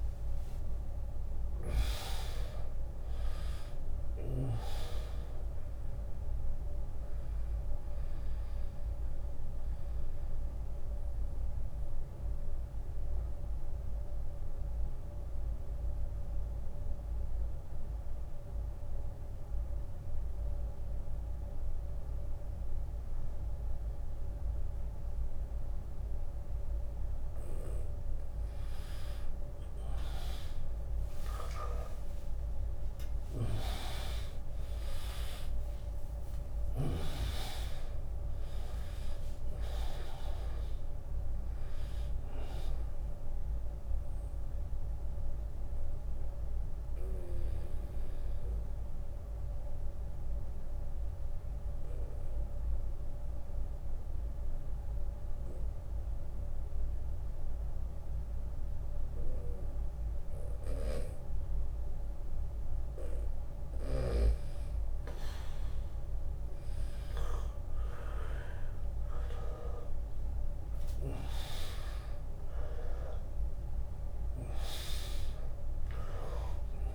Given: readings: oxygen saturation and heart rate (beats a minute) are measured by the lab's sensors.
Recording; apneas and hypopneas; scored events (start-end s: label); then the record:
breathing in sleep by a room microphone; 2
0.00-8.00 s: drop in pulse transit time (device-marked, heart rate 84 extreme)
0.00-21.00 s: oxygen desaturation (device-marked, oxygen 92% lowest, heart rate 65 extreme)
7.50-26.00 s: obstructive apnea (oxygen 100% before, 92% lowest, heart rate 85 before, 65 extreme, up 12 after)
24.00-26.00 s: long interval between heartbeats (device-marked, heart rate 77 before, 65 extreme)
29.50-33.50 s: arousal
32.00-54.00 s: drop in pulse transit time (device-marked, heart rate 71 before, 71 extreme)
34.00-57.00 s: oxygen desaturation (device-marked, oxygen 100% before, 94% lowest, heart rate 72 before, 66 extreme)
37.50-39.50 s: long interval between heartbeats (device-marked, heart rate 72 before, 86 extreme)
41.00-43.00 s: long interval between heartbeats (device-marked, heart rate 75 before, 94 extreme)
42.50-62.00 s: obstructive apnea (oxygen 100% before, 94% lowest, heart rate 76 before, 66 extreme, up 1 after)
48.00-50.00 s: long interval between heartbeats (device-marked, heart rate 82 before, 75 extreme)
63.50-68.00 s: arousal
71.00-76.95 s: drop in pulse transit time (device-marked, heart rate 73 before, 71 extreme)
71.50-73.50 s: long interval between heartbeats (device-marked, heart rate 73 before, 71 extreme)
73.00-76.95 s: oxygen desaturation (device-marked, oxygen 100% before, 94% lowest, heart rate 73 before, 67 extreme)
From the record:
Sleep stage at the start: N2 (light sleep); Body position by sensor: on the back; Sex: male